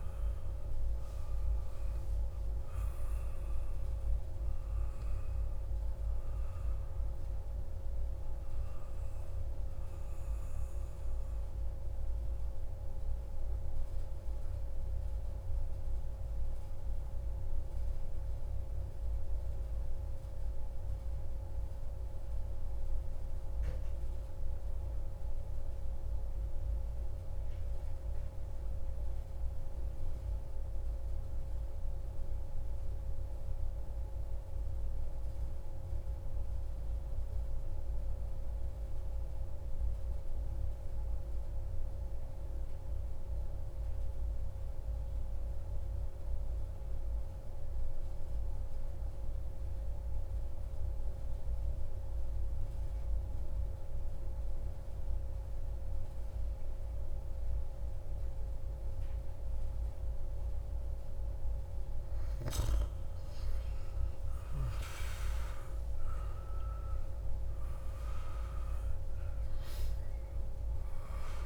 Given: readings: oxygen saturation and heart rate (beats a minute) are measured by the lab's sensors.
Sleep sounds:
breathing in sleep, hard to hear, by a room microphone; 1
0.00-8.50 s: oxygen desaturation (device-marked, oxygen 90% lowest)
9.00-60.00 s: mixed apnea (oxygen 95% before, 89% lowest)
41.50-71.46 s: oxygen desaturation (device-marked, oxygen 97% before, 89% lowest)
61.50-65.00 s: arousal
From the record:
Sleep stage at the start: N2 (light sleep); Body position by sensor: on the back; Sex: male

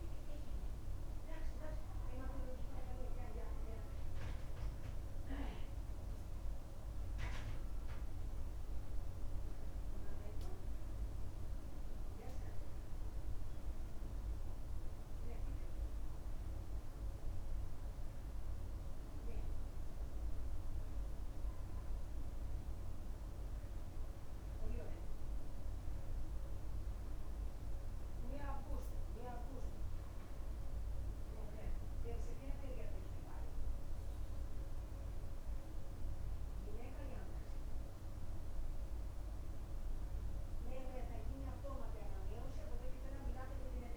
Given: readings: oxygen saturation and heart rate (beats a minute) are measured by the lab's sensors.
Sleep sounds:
breathing in sleep by a room microphone; none
none scored
From the record:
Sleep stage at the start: N2 (light sleep); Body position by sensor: on the back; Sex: male

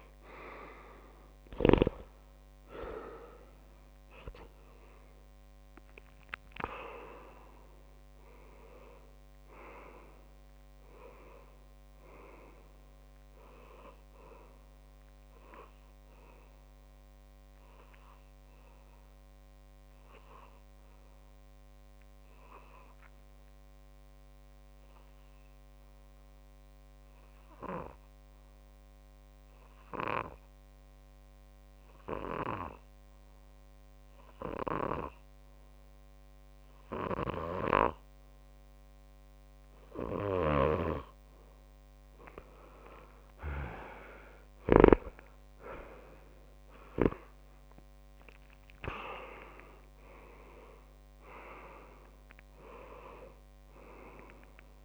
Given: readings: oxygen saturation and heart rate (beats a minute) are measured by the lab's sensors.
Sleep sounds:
breathing in sleep by a microphone on the trachea; 1
0.00-17.00 s: oxygen desaturation (device-marked, oxygen 93% lowest)
17.00-39.00 s: obstructive apnea (oxygen 98% before, 94% lowest)
24.00-26.00 s: long interval between heartbeats (device-marked)
31.00-33.00 s: long interval between heartbeats (device-marked)
34.50-36.50 s: long interval between heartbeats (device-marked)
40.50-42.50 s: long interval between heartbeats (device-marked, heart rate 47 before, 60 extreme)
40.50-45.50 s: snoring (device-marked)
43.00-47.50 s: arousal
46.00-48.00 s: long interval between heartbeats (device-marked, heart rate 57 before, 52 extreme)
48.00-54.85 s: oxygen desaturation (device-marked, oxygen 99% before, 95% lowest)
From the record:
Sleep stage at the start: N2 (light sleep); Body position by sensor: on the back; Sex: male

